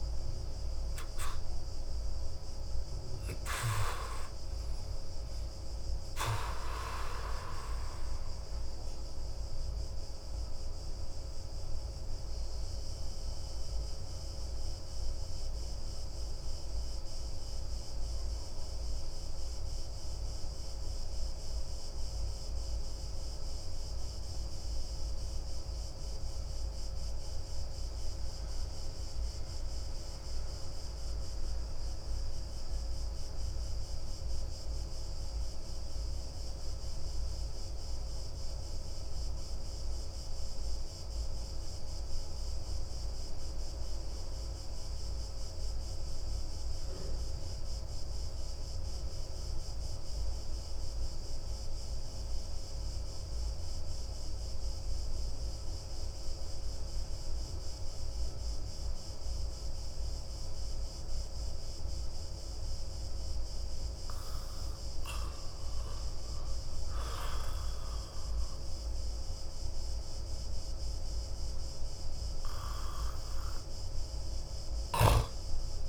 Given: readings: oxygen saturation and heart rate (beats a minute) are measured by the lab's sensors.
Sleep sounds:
breathing in sleep, hard to hear, by a room microphone; 1
0.00-28.50 s: oxygen desaturation (device-marked, oxygen 85% lowest)
9.50-61.00 s: obstructive apnea (oxygen 94% before, 85% lowest)
52.50-75.89 s: oxygen desaturation (device-marked, oxygen 97% before, 90% lowest)
62.00-66.00 s: arousal
From the record:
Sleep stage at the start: N2 (light sleep); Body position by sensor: on the back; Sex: male

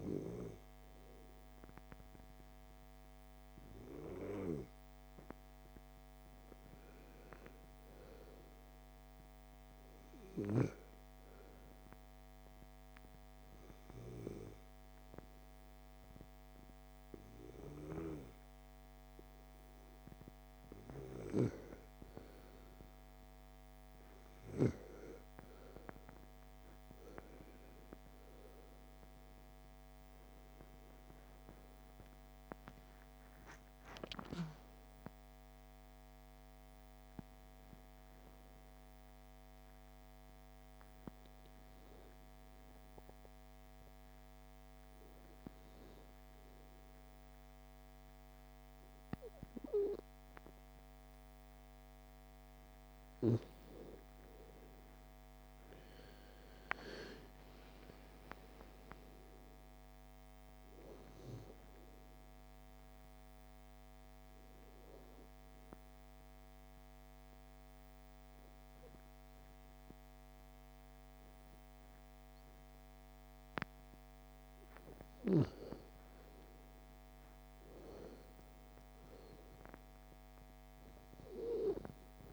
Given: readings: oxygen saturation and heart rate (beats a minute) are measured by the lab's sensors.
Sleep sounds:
breathing in sleep by a microphone on the trachea; 3
1.00-13.00 s: oxygen desaturation (device-marked, oxygen 97% before, 91% lowest)
11.50-21.50 s: obstructive apnea (oxygen 97% before, 92% lowest)
31.50-36.50 s: arousal
40.00-52.50 s: obstructive apnea (oxygen 97% before, 89% lowest)
54.50-57.50 s: arousal
61.00-81.00 s: oxygen desaturation (device-marked, oxygen 97% before, 92% lowest)
65.50-75.50 s: obstructive apnea (oxygen 97% before, 83% lowest)
79.00-82.33 s: arousal
From the record:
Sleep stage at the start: N2 (light sleep); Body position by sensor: on the back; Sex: female

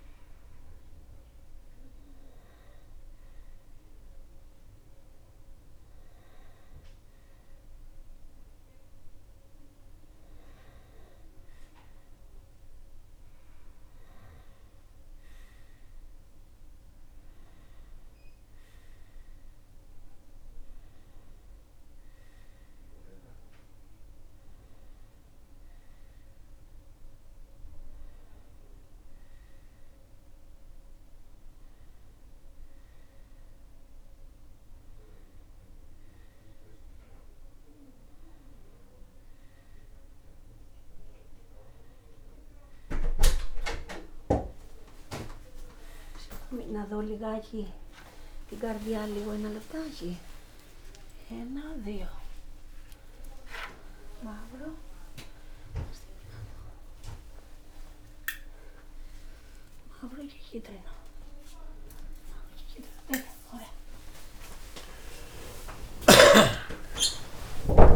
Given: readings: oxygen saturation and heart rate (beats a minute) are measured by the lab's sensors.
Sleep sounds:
a person partly awake in a sleep study, by a room microphone; none
34.50-67.96 s: new sleep stage, awake
65.50-67.96 s: snoring (device-marked)
From the record:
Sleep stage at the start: N1 (lightest sleep); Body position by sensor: on the right side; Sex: male

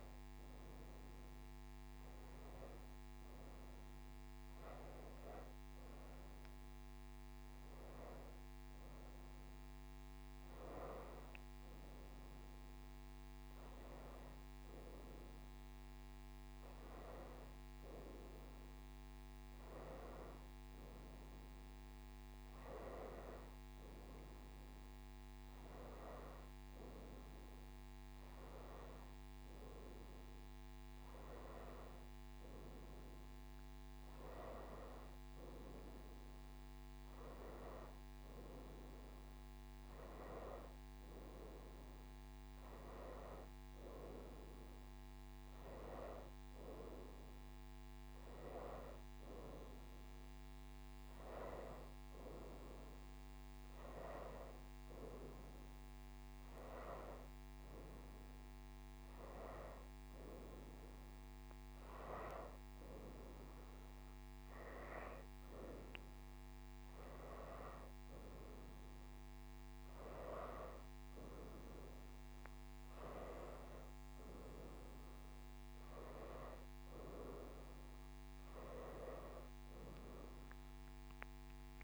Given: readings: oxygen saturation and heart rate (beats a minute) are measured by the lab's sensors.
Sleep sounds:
breathing in sleep by a microphone on the trachea; none
0.00-1.50 s: oxygen desaturation (device-marked, oxygen 93% lowest, heart rate 86 extreme)
6.50-17.50 s: oxygen desaturation (device-marked, oxygen 96% before, 93% lowest, heart rate 91 before, 86 extreme)
From the record:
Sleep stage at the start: N1 (lightest sleep); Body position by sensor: upright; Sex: female

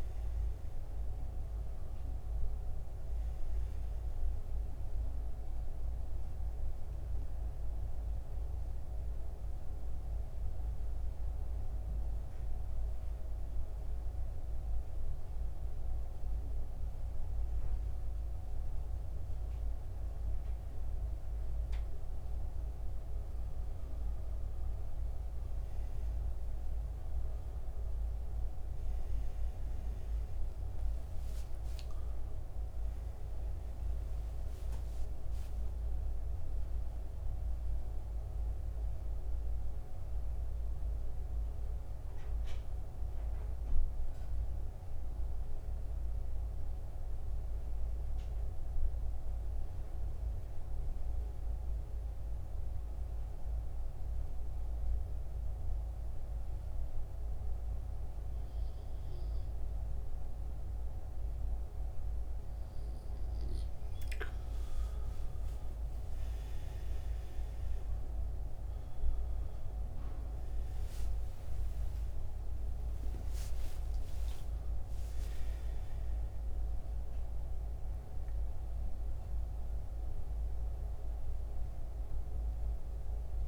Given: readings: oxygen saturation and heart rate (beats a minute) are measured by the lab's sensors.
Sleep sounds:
breathing in sleep, hard to hear, by a room microphone; 2
7.50-21.50 s: central apnea (oxygen 92% before, 87% lowest, heart rate 76 before, 65 extreme, up 12 after)
13.00-23.00 s: oxygen desaturation (device-marked, oxygen 93% before, 87% lowest, heart rate 77 before, 66 extreme)
29.50-34.00 s: arousal
42.00-57.00 s: oxygen desaturation (device-marked, oxygen 93% before, 89% lowest, heart rate 76 before, 66 extreme)
50.50-62.50 s: central apnea (oxygen 94% before, 87% lowest, heart rate 76 before, 66 extreme, up 30 after)
69.00-73.50 s: arousal
71.00-83.48 s: oxygen desaturation (device-marked, oxygen 94% before, 87% lowest, heart rate 70 before, 69 extreme)
From the record:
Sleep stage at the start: N2 (light sleep); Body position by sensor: on the back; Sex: male

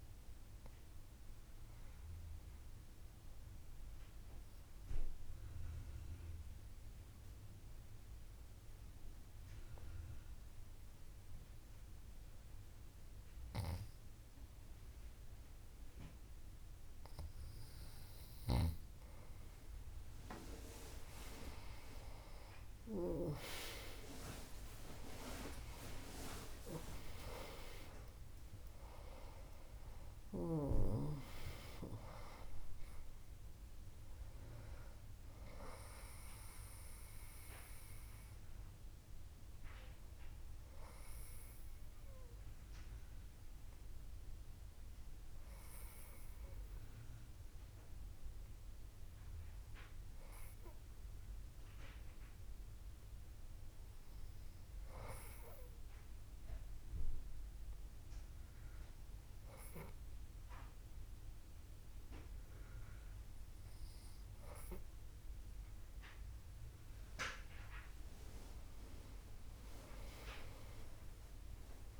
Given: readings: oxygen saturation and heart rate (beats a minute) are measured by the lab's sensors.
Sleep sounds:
breathing in sleep by a room microphone; 2
1.50-17.50 s: obstructive apnea (oxygen 97% before, 94% lowest, heart rate 79 before, 66 extreme, up 12 after)
22.50-29.50 s: arousal
40.50-67.00 s: hypopnea (oxygen 98% before, 94% lowest, heart rate 76 before, 62 extreme, up 5 after)
69.00-72.00 s: arousal
From the record:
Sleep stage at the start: N2 (light sleep); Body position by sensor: on the back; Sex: female

